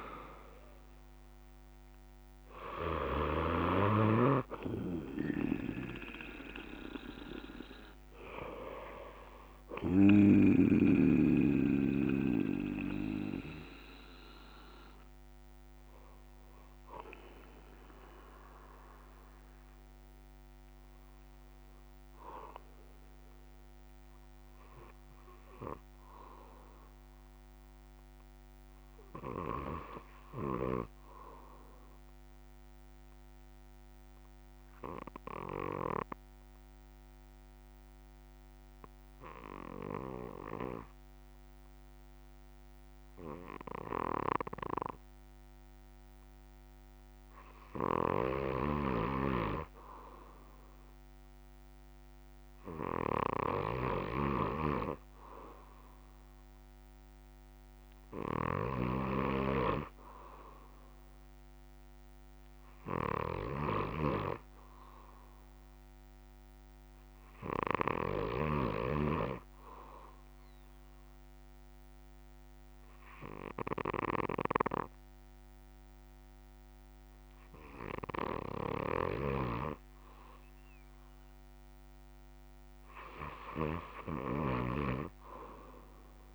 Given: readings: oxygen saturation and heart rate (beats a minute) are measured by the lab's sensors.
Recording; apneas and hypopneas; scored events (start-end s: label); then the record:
breathing in sleep by a microphone on the trachea; 1
0.00-29.00 s: oxygen desaturation (device-marked, oxygen 83% lowest, heart rate 46 extreme)
32.00-48.00 s: obstructive apnea (oxygen 99% before, 87% lowest, heart rate 63 before, 52 extreme)
48.00-86.35 s: oxygen desaturation (device-marked, oxygen 98% before, 88% lowest, heart rate 58 before, 52 extreme)
From the record:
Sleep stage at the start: N2 (light sleep); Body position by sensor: on the back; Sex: male